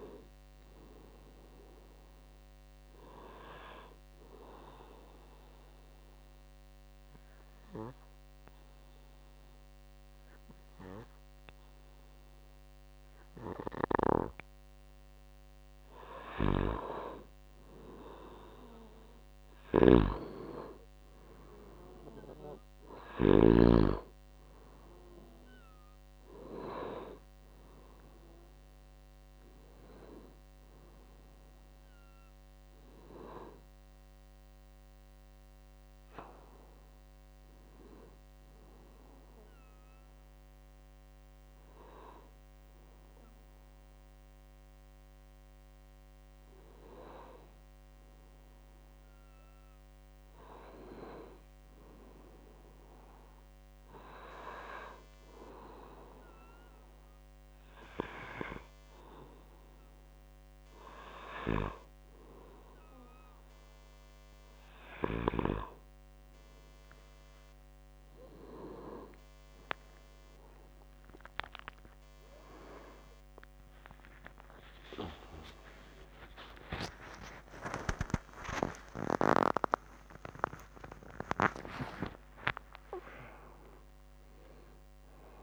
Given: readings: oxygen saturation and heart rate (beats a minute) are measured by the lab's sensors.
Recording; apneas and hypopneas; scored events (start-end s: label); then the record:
breathing in sleep by a microphone on the trachea; 2
4.50-14.50 s: obstructive apnea (oxygen 99% before, 91% lowest, heart rate 63 before, 59 extreme, up 7 after)
18.00-22.50 s: arousal
19.50-23.50 s: snoring (device-marked)
24.00-36.00 s: oxygen desaturation (device-marked, oxygen 96% before, 91% lowest, heart rate 62 before, 60 extreme)
37.50-49.00 s: hypopnea (oxygen 96% before, 93% lowest, heart rate 67 before, 60 extreme, up 9 after)
48.00-85.43 s: new sleep stage, N1 (lightest sleep)
51.00-54.50 s: arousal
82.50-85.43 s: arousal
From the record:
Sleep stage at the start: N2 (light sleep); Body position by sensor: on the back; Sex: male